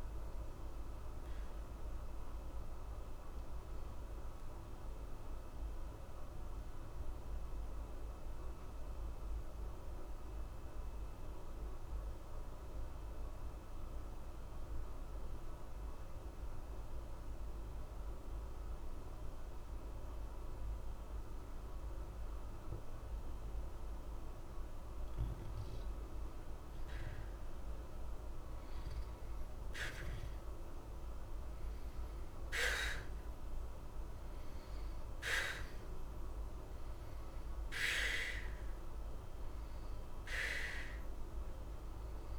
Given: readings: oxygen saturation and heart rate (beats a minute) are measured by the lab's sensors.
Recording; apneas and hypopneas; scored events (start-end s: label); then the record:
breathing in sleep by a room microphone; 1
0.00-1.50 s: arousal
6.00-24.50 s: mixed apnea (oxygen 93% before, 84% lowest, heart rate 60 before, 60 extreme, up 0 after)
27.50-31.00 s: arousal
From the record:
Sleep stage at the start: N2 (light sleep); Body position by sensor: on the back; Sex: male